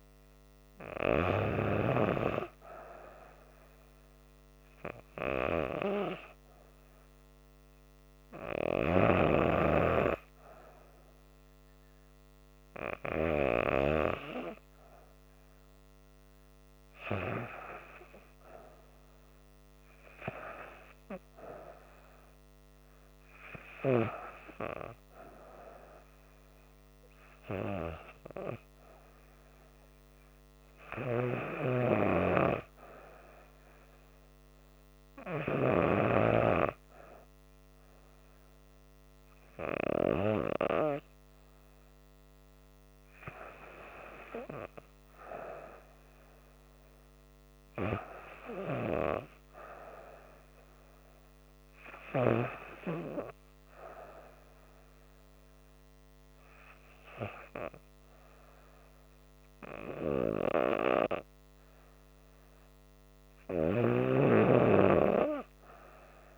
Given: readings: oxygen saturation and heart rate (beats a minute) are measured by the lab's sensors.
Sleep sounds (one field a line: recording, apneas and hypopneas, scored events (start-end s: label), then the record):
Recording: breathing in sleep by a microphone on the trachea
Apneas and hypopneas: none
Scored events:
31.50-36.50 s: snoring (device-marked)
63.50-66.38 s: snoring (device-marked)
From the record:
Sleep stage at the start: REM sleep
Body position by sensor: on the back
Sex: female